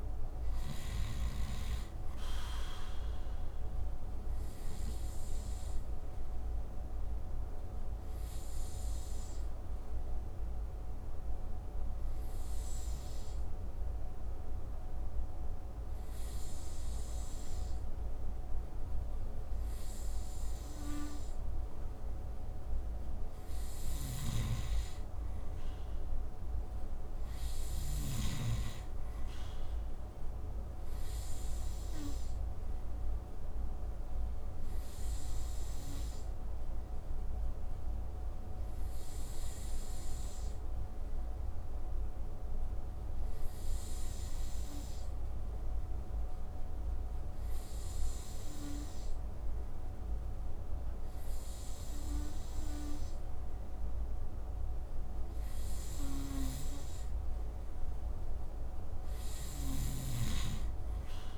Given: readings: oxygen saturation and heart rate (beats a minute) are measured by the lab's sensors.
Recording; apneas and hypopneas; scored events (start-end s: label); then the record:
breathing in sleep by a room microphone; 2
1.50-20.50 s: oxygen desaturation (device-marked, oxygen 93% before, 89% lowest)
5.00-21.00 s: obstructive apnea (oxygen 93% before, 89% lowest)
23.00-27.50 s: snoring (device-marked)
25.00-28.00 s: arousal
30.50-43.50 s: oxygen desaturation (device-marked, oxygen 94% before, 90% lowest)
33.00-54.50 s: hypopnea (oxygen 94% before, 89% lowest)
59.00-61.38 s: snoring (device-marked)
From the record:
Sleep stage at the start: N2 (light sleep); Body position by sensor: on the right side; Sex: male